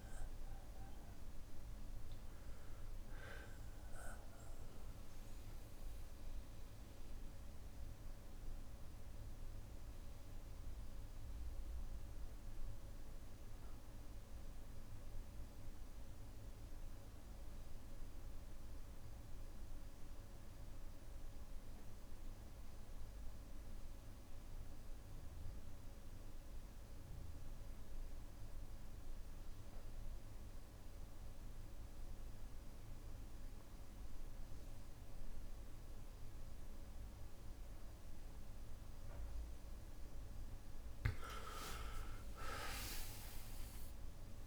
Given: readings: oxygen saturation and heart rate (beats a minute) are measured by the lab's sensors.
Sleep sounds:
breathing in sleep, hard to hear, by a room microphone; 1
0.00-19.50 s: oxygen desaturation (device-marked, oxygen 92% lowest, heart rate 55 extreme)
3.50-29.50 s: bradycardia (device-marked, heart rate 60 before, 55 extreme)
5.50-39.00 s: obstructive apnea (oxygen 99% before, 92% lowest, heart rate 61 before, 55 extreme, up 5 after)
33.50-44.47 s: oxygen desaturation (device-marked, oxygen 99% before, 92% lowest, heart rate 57 before, 55 extreme)
35.50-39.50 s: bradycardia (device-marked, heart rate 60 before, 59 extreme)
41.00-44.47 s: arousal
From the record:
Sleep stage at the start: N2 (light sleep); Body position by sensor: on the back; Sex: male

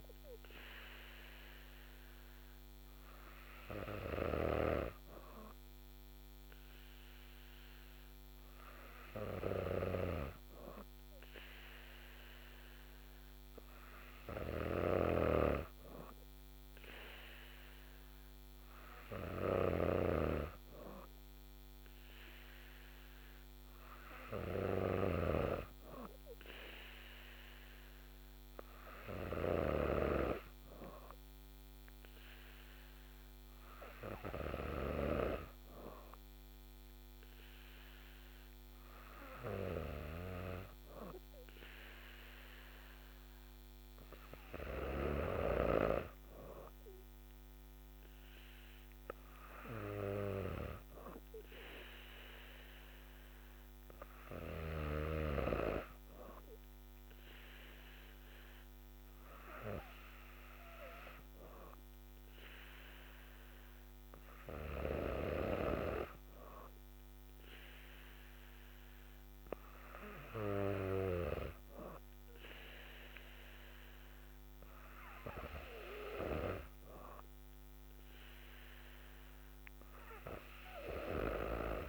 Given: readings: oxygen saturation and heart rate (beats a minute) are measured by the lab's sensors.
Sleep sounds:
breathing in sleep by a microphone on the trachea; none
9.50-30.00 s: snoring (device-marked)
From the record:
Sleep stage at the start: N3 (deep sleep); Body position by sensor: on the back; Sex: female

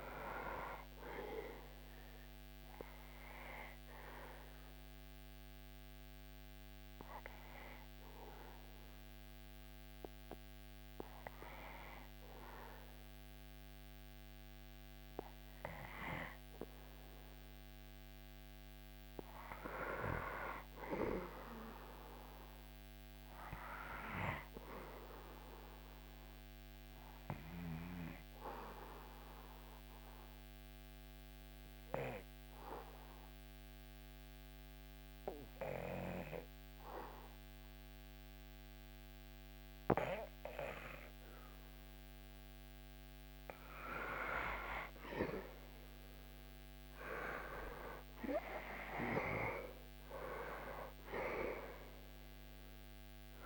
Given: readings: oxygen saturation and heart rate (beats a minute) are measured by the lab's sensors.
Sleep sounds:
breathing in sleep by a microphone on the trachea; 2
1.00-17.00 s: obstructive apnea (oxygen 98% before, 90% lowest, heart rate 78 before, 77 extreme, up 2 after)
19.00-22.00 s: arousal
26.00-41.50 s: obstructive apnea (oxygen 98% before, 90% lowest, heart rate 79 before, 75 extreme, up 2 after)
44.50-49.00 s: arousal
47.50-53.46 s: oxygen desaturation (device-marked, oxygen 96% before, 90% lowest, heart rate 78 before, 75 extreme)
From the record:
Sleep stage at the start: N2 (light sleep); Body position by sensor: on the back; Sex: male

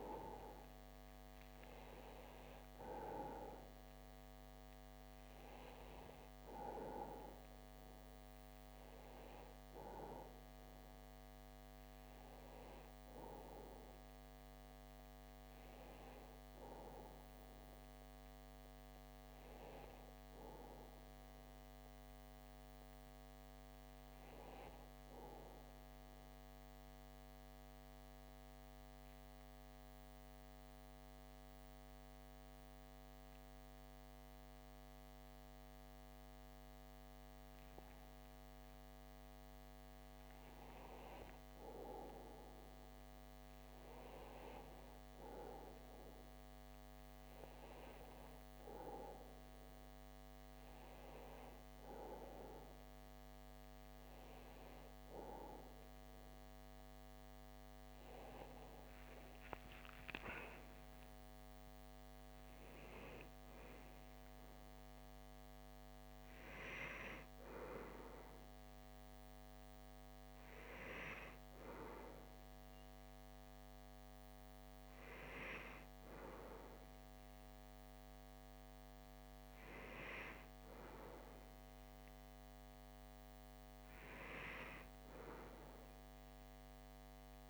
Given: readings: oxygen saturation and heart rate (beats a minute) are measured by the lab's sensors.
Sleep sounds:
breathing in sleep by a microphone on the trachea; 1
0.00-21.00 s: oxygen desaturation (device-marked, oxygen 92% lowest)
21.00-87.50 s: new sleep stage, REM sleep
24.00-38.00 s: central apnea (oxygen 97% before, 94% lowest)
41.00-45.50 s: arousal
From the record:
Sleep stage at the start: N2 (light sleep); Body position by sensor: on the back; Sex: male

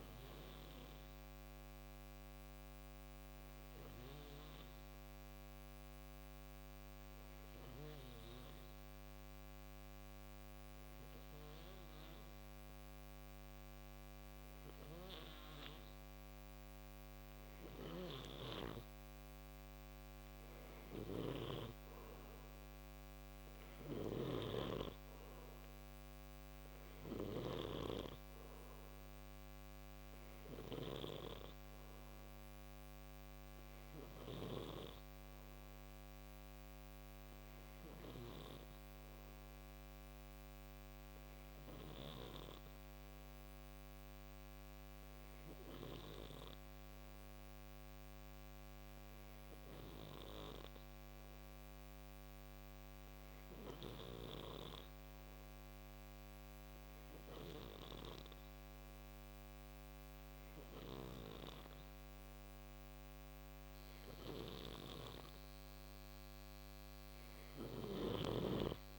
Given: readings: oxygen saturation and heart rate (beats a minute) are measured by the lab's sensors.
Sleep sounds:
breathing in sleep by a microphone on the trachea; 1
0.00-5.00 s: oxygen desaturation (device-marked, oxygen 91% lowest, heart rate 54 extreme)
0.50-16.50 s: obstructive apnea (oxygen 97% before, 91% lowest, heart rate 57 before, 57 extreme, up 4 after)
17.00-21.00 s: snoring (device-marked)
17.00-33.00 s: oxygen desaturation (device-marked, oxygen 96% before, 91% lowest, heart rate 61 before, 57 extreme)
18.50-23.00 s: arousal
23.00-34.00 s: snoring (device-marked)
64.00-68.99 s: oxygen desaturation (device-marked, oxygen 95% before, 91% lowest, heart rate 60 before, 59 extreme)
From the record:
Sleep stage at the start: N2 (light sleep); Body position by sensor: on the right side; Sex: male

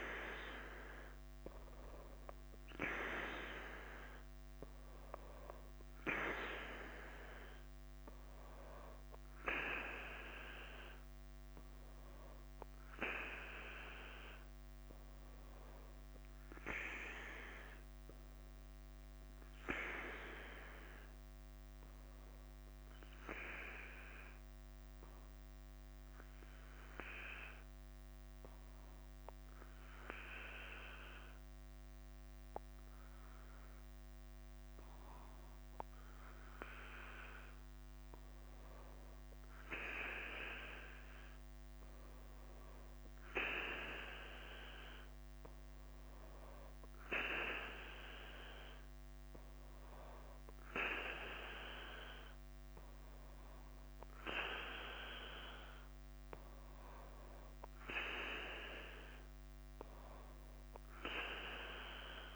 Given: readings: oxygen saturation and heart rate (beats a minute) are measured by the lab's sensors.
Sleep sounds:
breathing in sleep by a microphone on the trachea; 1
0.00-62.36 s: bradycardia (device-marked, heart rate 44 extreme)
22.50-37.00 s: obstructive apnea (oxygen 99% before, 95% lowest, heart rate 53 before, 47 extreme, up 6 after)
41.50-45.00 s: arousal
From the record:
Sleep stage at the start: N2 (light sleep); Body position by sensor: on the back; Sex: male

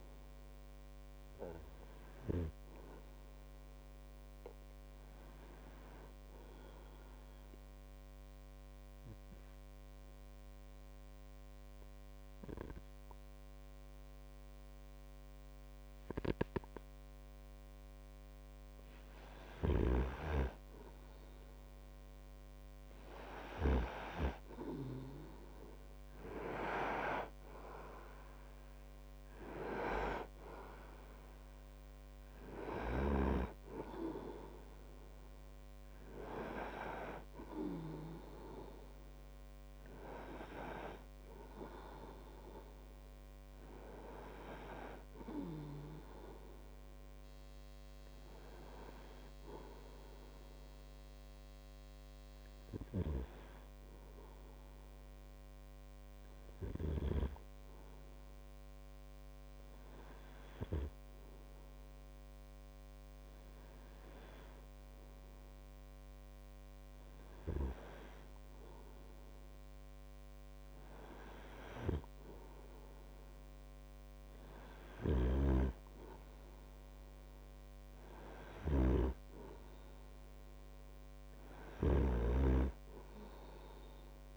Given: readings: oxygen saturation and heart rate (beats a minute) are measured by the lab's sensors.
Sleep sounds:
breathing in sleep by a microphone on the trachea; 2
8.00-19.00 s: obstructive apnea (oxygen 98% before, 95% lowest)
22.50-26.50 s: arousal
53.50-68.00 s: hypopnea (oxygen 98% before, 95% lowest)
70.50-74.50 s: arousal
75.00-84.37 s: snoring (device-marked)
From the record:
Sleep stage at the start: N2 (light sleep); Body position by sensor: on the right side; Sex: male

